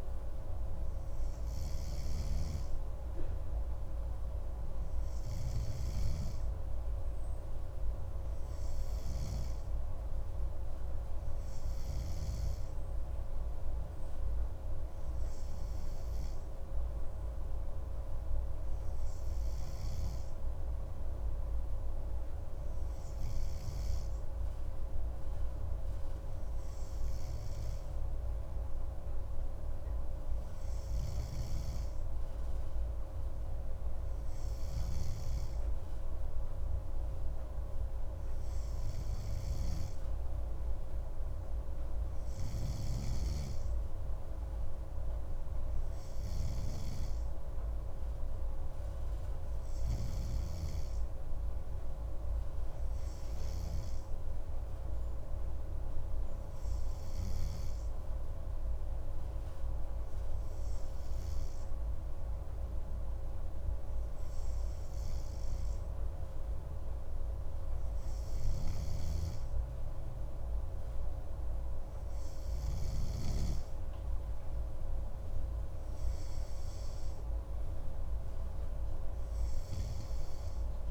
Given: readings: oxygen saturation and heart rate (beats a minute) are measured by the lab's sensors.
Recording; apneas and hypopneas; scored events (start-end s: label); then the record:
breathing in sleep, hard to hear, by a room microphone; none
31.50-51.00 s: snoring (device-marked)
69.00-73.50 s: snoring (device-marked)
From the record:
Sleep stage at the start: N2 (light sleep); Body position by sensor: on the right side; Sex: male